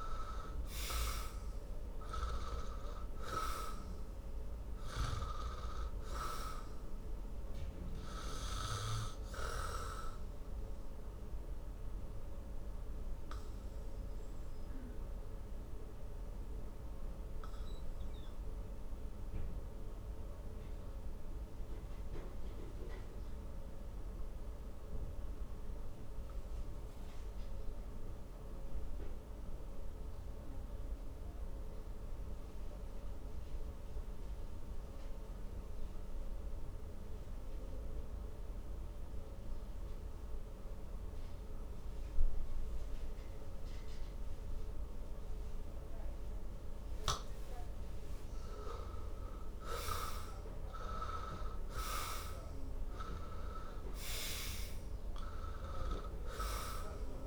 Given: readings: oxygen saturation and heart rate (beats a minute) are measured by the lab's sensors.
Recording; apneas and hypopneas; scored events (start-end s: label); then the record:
breathing in sleep by a room microphone; 1
0.00-43.00 s: oxygen desaturation (device-marked, oxygen 79% lowest, heart rate 51 extreme)
9.00-48.50 s: obstructive apnea (oxygen 97% before, 79% lowest, heart rate 65 before, 49 extreme, up 17 after)
50.00-54.50 s: arousal
From the record:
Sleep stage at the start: N2 (light sleep); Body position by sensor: on the back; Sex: male